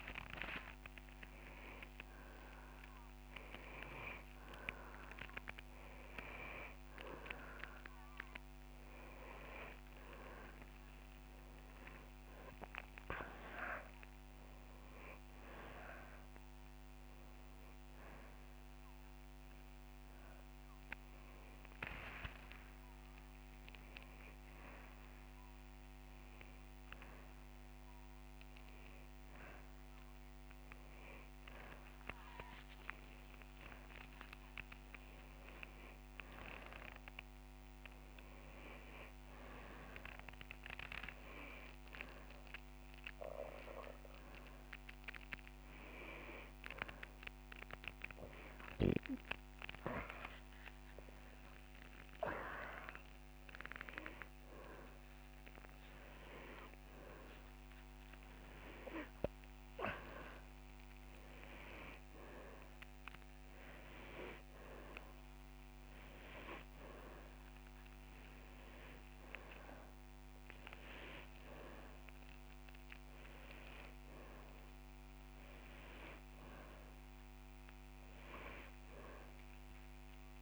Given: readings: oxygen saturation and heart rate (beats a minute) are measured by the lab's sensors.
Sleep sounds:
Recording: breathing in sleep by a microphone on the trachea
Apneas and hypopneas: none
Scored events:
29.50-31.50 s: long interval between heartbeats (device-marked)
31.00-46.00 s: drop in pulse transit time (device-marked)
35.50-37.50 s: long interval between heartbeats (device-marked)
41.00-43.00 s: long interval between heartbeats (device-marked)
51.00-53.00 s: long interval between heartbeats (device-marked)
57.00-71.00 s: drop in pulse transit time (device-marked)
57.50-59.50 s: long interval between heartbeats (device-marked)
58.00-61.00 s: tachycardia (device-marked)
61.50-63.50 s: long interval between heartbeats (device-marked, heart rate 32 before, 116 extreme)
66.50-68.50 s: long interval between heartbeats (device-marked, heart rate 49 before, 83 extreme)
74.50-76.50 s: long interval between heartbeats (device-marked)
From the record:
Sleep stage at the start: N2 (light sleep)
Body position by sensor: upright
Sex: male

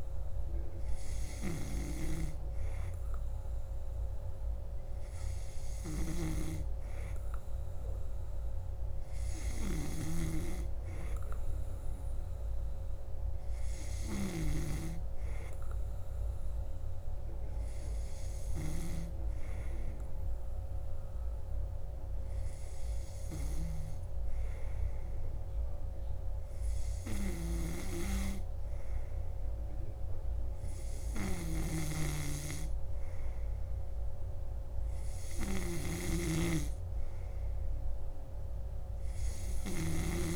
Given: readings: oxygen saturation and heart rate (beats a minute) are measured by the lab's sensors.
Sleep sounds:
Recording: breathing in sleep by a room microphone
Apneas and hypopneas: none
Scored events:
none scored
From the record:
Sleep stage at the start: N2 (light sleep)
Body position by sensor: on the back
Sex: male

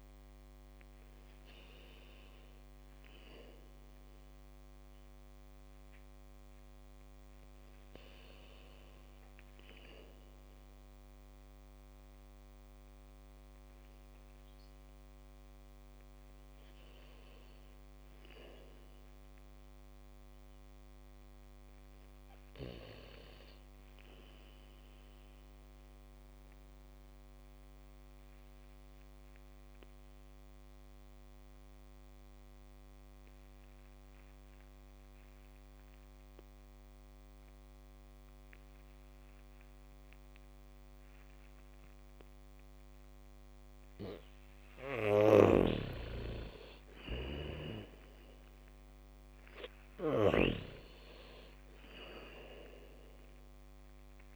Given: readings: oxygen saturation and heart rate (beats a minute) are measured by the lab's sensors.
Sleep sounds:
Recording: breathing in sleep by a microphone on the trachea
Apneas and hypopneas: 1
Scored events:
0.00-4.00 s: oxygen desaturation (device-marked, oxygen 88% lowest, heart rate 67 extreme)
24.50-27.50 s: arousal
30.00-43.50 s: obstructive apnea (oxygen 99% before, 82% lowest, heart rate 72 before, 57 extreme)
31.00-54.36 s: oxygen desaturation (device-marked, oxygen 98% before, 82% lowest, heart rate 71 before, 48 extreme)
43.00-46.00 s: bradycardia (device-marked, heart rate 73 before, 61 extreme)
46.00-51.00 s: snoring (device-marked)
47.00-52.50 s: arousal
From the record:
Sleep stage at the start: N2 (light sleep)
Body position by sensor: on the back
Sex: female

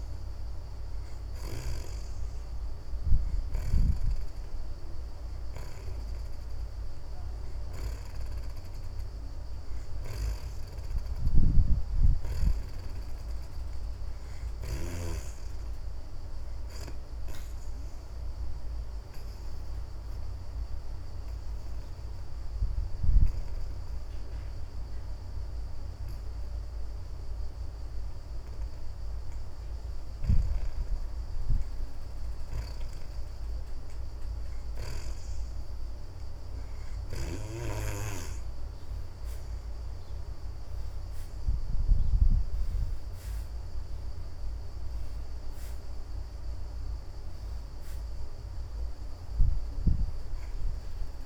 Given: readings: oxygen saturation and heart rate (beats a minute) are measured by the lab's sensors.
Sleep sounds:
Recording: breathing in sleep by a room microphone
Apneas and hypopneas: 1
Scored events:
0.00-10.00 s: oxygen desaturation (device-marked, oxygen 64% lowest)
10.50-14.50 s: arousal
17.50-30.00 s: obstructive apnea (oxygen 75% before, 60% lowest)
25.00-46.00 s: oxygen desaturation (device-marked, oxygen 71% before, 64% lowest)
33.50-36.50 s: arousal
From the record:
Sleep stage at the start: N2 (light sleep)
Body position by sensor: on the back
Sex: female

